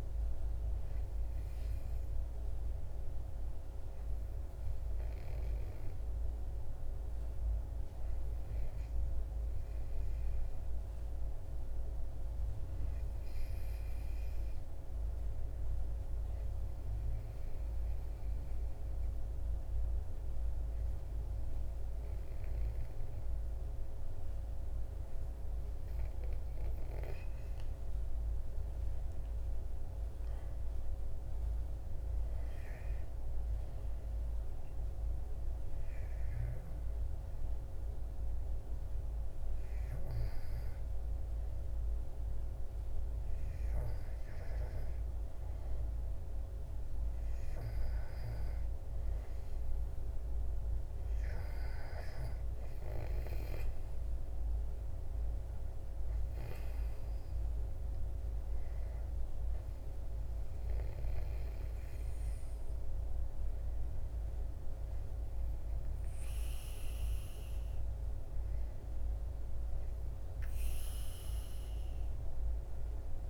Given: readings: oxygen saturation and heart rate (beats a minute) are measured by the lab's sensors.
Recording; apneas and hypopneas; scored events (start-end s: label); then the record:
breathing in sleep, hard to hear, by a room microphone; none
none scored
From the record:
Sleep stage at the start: N2 (light sleep); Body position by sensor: on the back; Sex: male